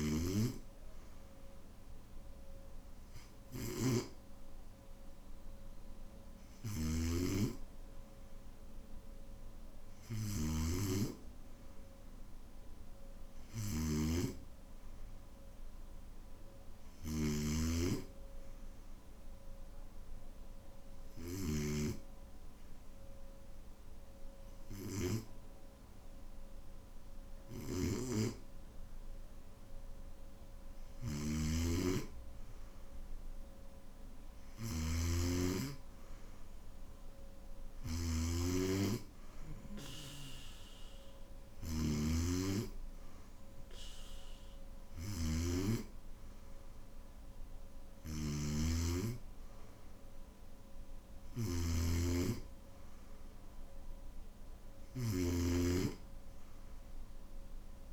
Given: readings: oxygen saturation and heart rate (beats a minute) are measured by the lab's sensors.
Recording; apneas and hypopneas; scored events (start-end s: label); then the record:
breathing in sleep by a room microphone; none
0.00-21.50 s: snoring (device-marked)
30.50-57.93 s: snoring (device-marked)
From the record:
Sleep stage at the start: N1 (lightest sleep); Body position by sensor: on the back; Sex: male